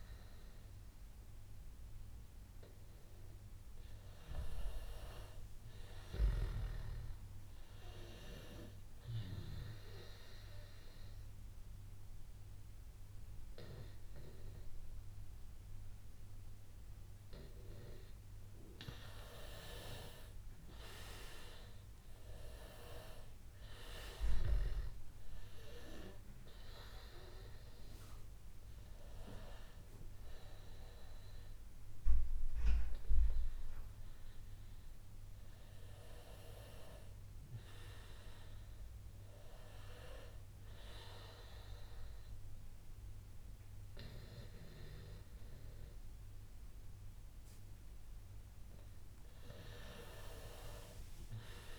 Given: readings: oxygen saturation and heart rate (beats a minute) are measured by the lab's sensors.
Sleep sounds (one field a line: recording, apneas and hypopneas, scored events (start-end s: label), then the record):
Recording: breathing in sleep by a room microphone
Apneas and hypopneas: 2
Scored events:
9.00-20.00 s: obstructive apnea (oxygen 96% before, 92% lowest, heart rate 89 before, 85 extreme, up 7 after)
21.00-23.50 s: arousal
26.00-36.50 s: hypopnea (oxygen 96% before, 91% lowest, heart rate 89 before, 84 extreme, up 4 after)
38.00-41.50 s: arousal
From the record:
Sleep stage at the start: N2 (light sleep)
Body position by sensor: on the back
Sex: male